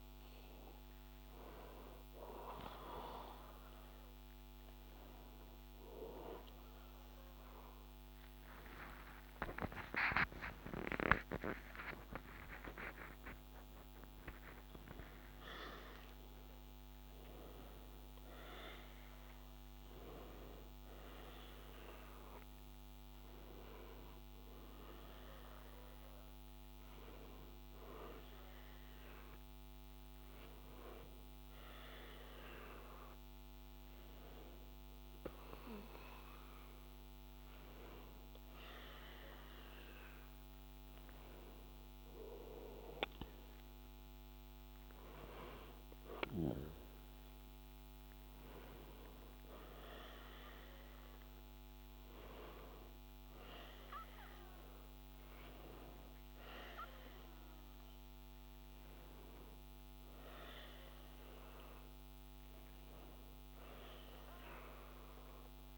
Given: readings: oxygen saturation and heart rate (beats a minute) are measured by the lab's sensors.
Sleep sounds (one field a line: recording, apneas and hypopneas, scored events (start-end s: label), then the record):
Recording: a person awake in a sleep study, by a microphone on the trachea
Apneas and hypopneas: none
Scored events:
11.50-16.50 s: arousal
From the record:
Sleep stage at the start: awake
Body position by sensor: on the back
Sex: male